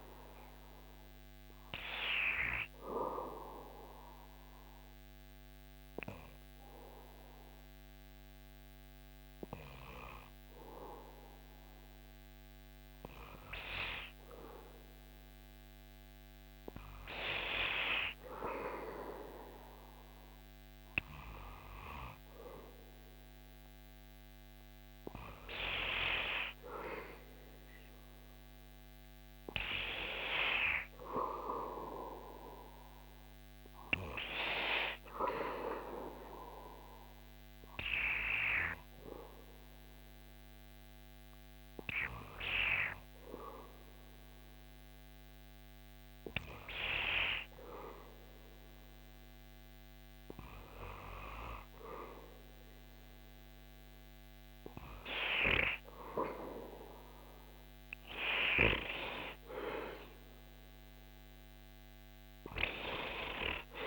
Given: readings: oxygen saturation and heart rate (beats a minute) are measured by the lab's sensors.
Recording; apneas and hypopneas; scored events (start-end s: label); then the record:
breathing in sleep by a microphone on the trachea; 2
2.00-13.00 s: obstructive apnea (oxygen 99% before, 97% lowest, heart rate 73 before, 65 extreme, up 7 after)
14.50-19.50 s: arousal
38.50-51.50 s: hypopnea (oxygen 99% before, 97% lowest, heart rate 70 before, 67 extreme, up 8 after)
55.00-59.50 s: arousal
From the record:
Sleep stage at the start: N2 (light sleep); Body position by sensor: on the back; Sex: male